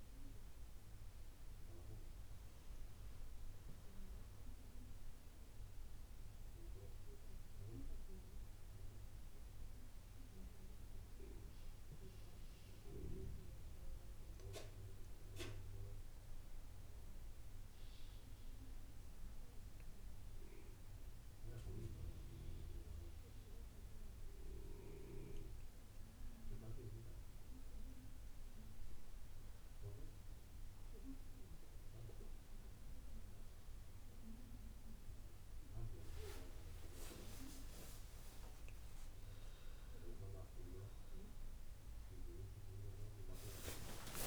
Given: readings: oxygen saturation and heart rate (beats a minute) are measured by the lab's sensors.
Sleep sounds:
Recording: breathing in sleep by a room microphone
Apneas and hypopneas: none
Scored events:
none scored
From the record:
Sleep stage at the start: N1 (lightest sleep)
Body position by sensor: on the right side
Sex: female

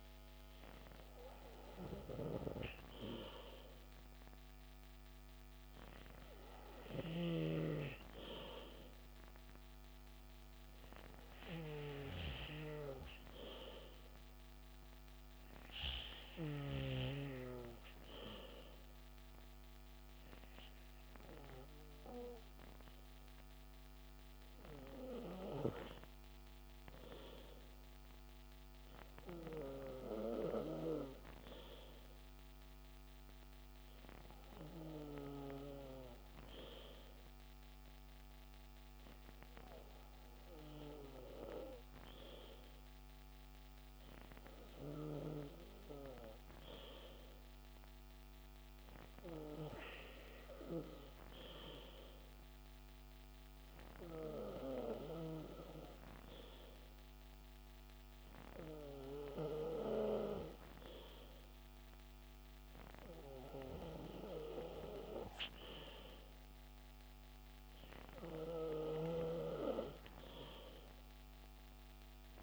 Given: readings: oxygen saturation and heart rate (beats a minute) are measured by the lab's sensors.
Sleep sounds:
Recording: breathing in sleep by a microphone on the trachea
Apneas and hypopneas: none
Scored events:
none scored
From the record:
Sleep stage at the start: N2 (light sleep)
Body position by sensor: on the back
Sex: male

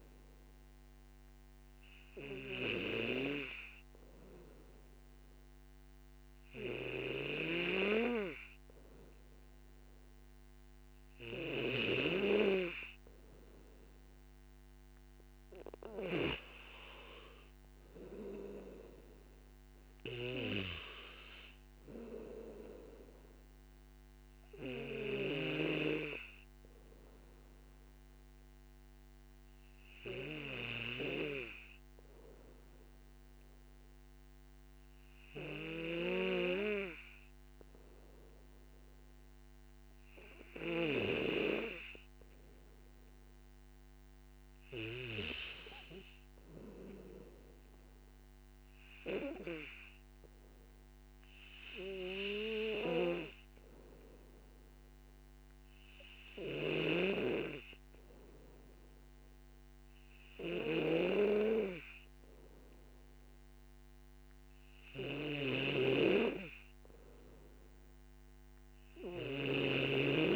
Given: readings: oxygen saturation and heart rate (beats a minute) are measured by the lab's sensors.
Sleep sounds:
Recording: breathing in sleep by a microphone on the trachea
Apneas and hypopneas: none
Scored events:
18.50-31.50 s: oxygen desaturation (device-marked, oxygen 96% before, 92% lowest, heart rate 61 before, 54 extreme)
56.50-66.50 s: oxygen desaturation (device-marked, oxygen 96% before, 92% lowest, heart rate 58 before, 55 extreme)
From the record:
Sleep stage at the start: N2 (light sleep)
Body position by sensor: on the back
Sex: male

